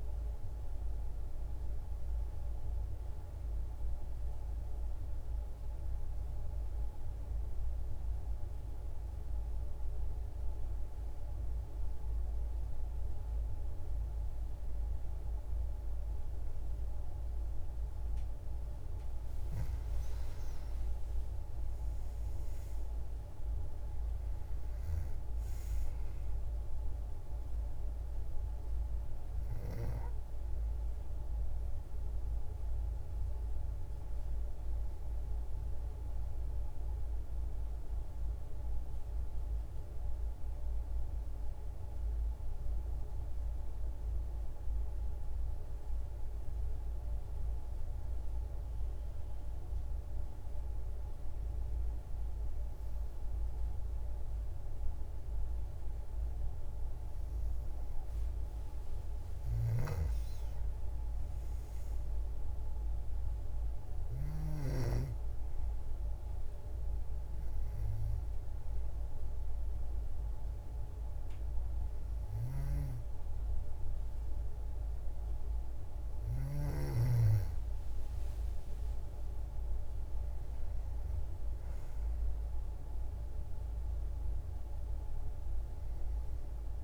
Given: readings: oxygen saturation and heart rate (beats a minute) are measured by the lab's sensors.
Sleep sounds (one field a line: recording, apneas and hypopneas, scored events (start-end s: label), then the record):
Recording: breathing in sleep, hard to hear, by a room microphone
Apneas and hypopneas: 2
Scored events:
0.00-4.00 s: oxygen desaturation (device-marked, oxygen 92% lowest, heart rate 57 extreme)
3.50-17.50 s: hypopnea (oxygen 97% before, 91% lowest, heart rate 103 before, 57 extreme, up 5 after)
20.00-24.00 s: arousal
21.00-47.00 s: oxygen desaturation (device-marked, oxygen 96% before, 91% lowest, heart rate 75 before, 66 extreme)
41.00-57.00 s: hypopnea (oxygen 96% before, 91% lowest, heart rate 85 before, 67 extreme, up 35 after)
60.00-64.00 s: arousal
60.00-85.00 s: oxygen desaturation (device-marked, oxygen 97% before, 92% lowest, heart rate 108 before, 54 extreme)
From the record:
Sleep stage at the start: N2 (light sleep)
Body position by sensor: on the back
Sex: female